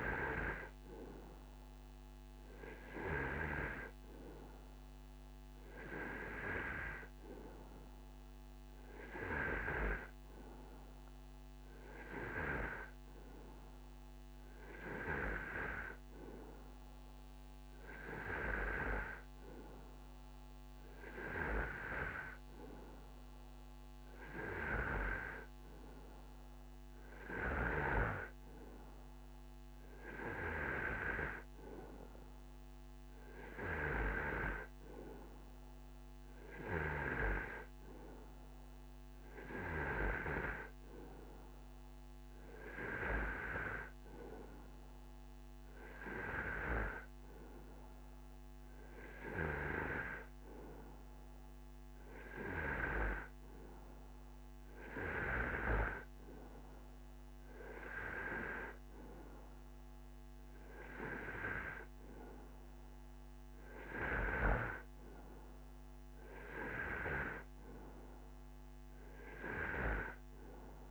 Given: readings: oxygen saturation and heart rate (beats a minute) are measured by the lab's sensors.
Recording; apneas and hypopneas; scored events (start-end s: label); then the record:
breathing in sleep by a microphone on the trachea; none
none scored
From the record:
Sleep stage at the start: N2 (light sleep); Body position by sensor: on the right side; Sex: male